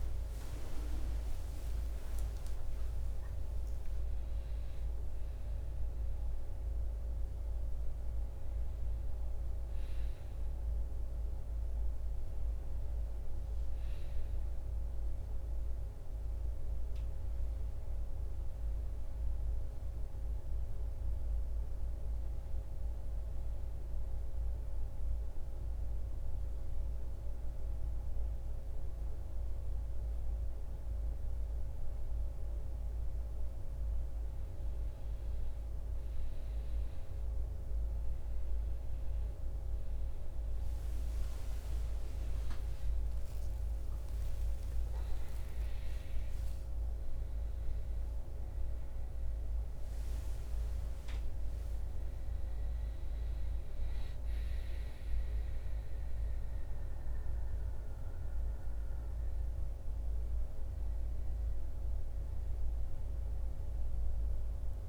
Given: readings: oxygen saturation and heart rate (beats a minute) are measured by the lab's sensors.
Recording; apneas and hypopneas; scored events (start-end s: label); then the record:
breathing in sleep, hard to hear, by a room microphone; 1
19.50-22.50 s: arousal
24.00-34.00 s: central apnea (oxygen 96% before, 88% lowest, heart rate 66 before, 53 extreme, up 6 after)
40.00-63.00 s: oxygen desaturation (device-marked, oxygen 95% before, 88% lowest)
41.00-44.50 s: arousal
From the record:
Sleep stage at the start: N2 (light sleep); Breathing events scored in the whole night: 344 in 6.7 hours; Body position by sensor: on the back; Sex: male